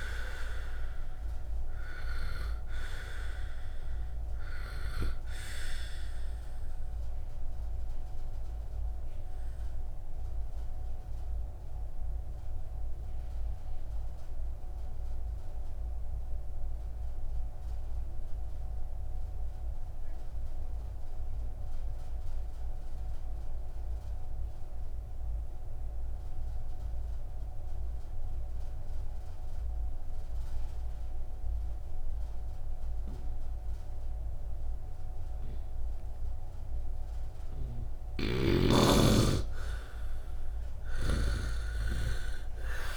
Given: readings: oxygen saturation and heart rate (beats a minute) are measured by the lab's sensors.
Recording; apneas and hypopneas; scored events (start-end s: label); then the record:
breathing in sleep by a room microphone; 1
0.00-26.00 s: oxygen desaturation (device-marked, oxygen 78% lowest, heart rate 48 extreme)
7.50-37.00 s: obstructive apnea (oxygen 98% before, 78% lowest, heart rate 56 before, 55 extreme, up 2 after)
36.00-42.97 s: oxygen desaturation (device-marked, oxygen 98% before, 79% lowest, heart rate 65 before, 49 extreme)
38.00-41.50 s: snoring (device-marked)
39.50-42.97 s: arousal
From the record:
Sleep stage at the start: N2 (light sleep); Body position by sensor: on the right side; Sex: male